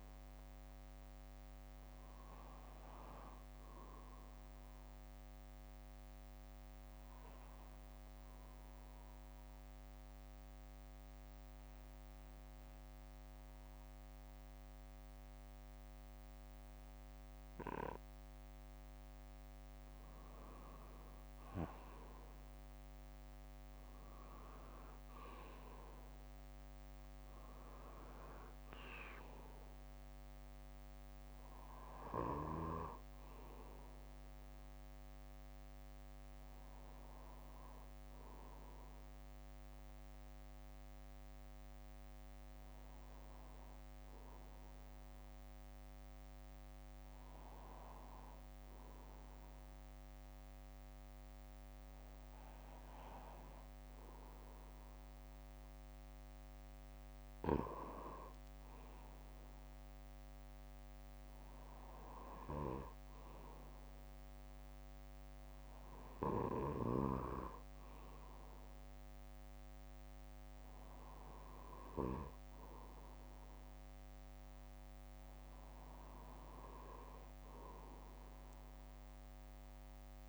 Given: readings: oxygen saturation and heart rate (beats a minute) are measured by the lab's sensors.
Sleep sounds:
breathing in sleep by a microphone on the trachea; 2
3.00-5.00 s: bradycardia (device-marked, heart rate 60 before, 62 extreme)
4.50-18.50 s: obstructive apnea (oxygen 96% before, 93% lowest, heart rate 62 before, 57 extreme, up 9 after)
6.00-17.00 s: bradycardia (device-marked, heart rate 60 before, 57 extreme)
21.00-24.50 s: arousal
32.00-34.00 s: bradycardia (device-marked, heart rate 60 before, 63 extreme)
35.00-58.00 s: bradycardia (device-marked, heart rate 61 before, 56 extreme)
40.50-53.00 s: hypopnea (oxygen 97% before, 94% lowest, heart rate 62 before, 56 extreme, up 3 after)
54.50-58.00 s: arousal
From the record:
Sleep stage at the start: N2 (light sleep); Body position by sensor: on the back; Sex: male

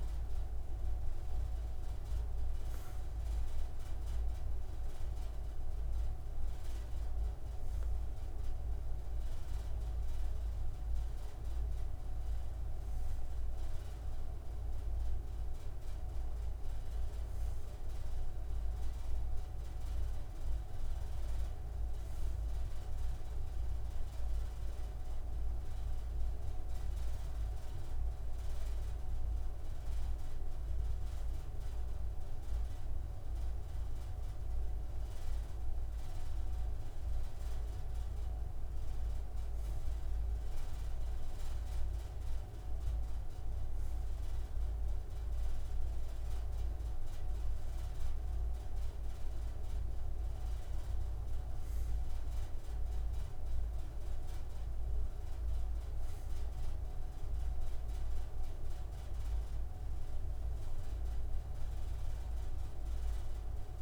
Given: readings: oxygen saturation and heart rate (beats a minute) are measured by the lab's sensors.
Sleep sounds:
breathing in sleep, hard to hear, by a room microphone; none
11.00-15.00 s: arousal
From the record:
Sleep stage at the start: N2 (light sleep); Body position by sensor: on the right side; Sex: male

